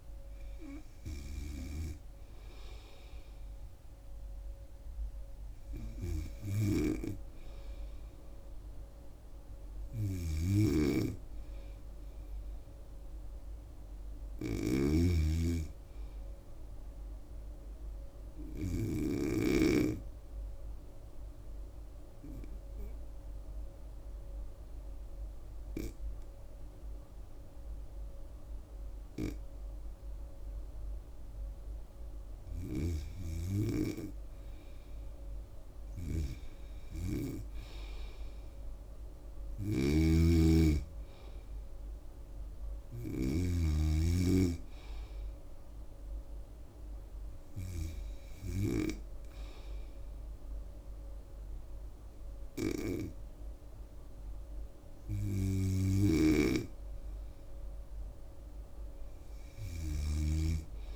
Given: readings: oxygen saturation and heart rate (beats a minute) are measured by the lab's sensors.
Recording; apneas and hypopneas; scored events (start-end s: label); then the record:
breathing in sleep by a room microphone; 1
0.00-11.00 s: oxygen desaturation (device-marked, oxygen 87% lowest, heart rate 76 extreme)
10.00-20.00 s: snoring (device-marked)
15.50-19.50 s: arousal
22.00-32.50 s: obstructive apnea (oxygen 100% before, 92% lowest, heart rate 79 before, 74 extreme, up 2 after)
34.50-37.00 s: arousal
36.00-55.00 s: oxygen desaturation (device-marked, oxygen 98% before, 92% lowest, heart rate 78 before, 74 extreme)
39.50-43.50 s: snoring (device-marked)
56.00-60.96 s: snoring (device-marked)
58.50-60.96 s: arousal
From the record:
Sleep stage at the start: N2 (light sleep); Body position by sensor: on the right side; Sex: female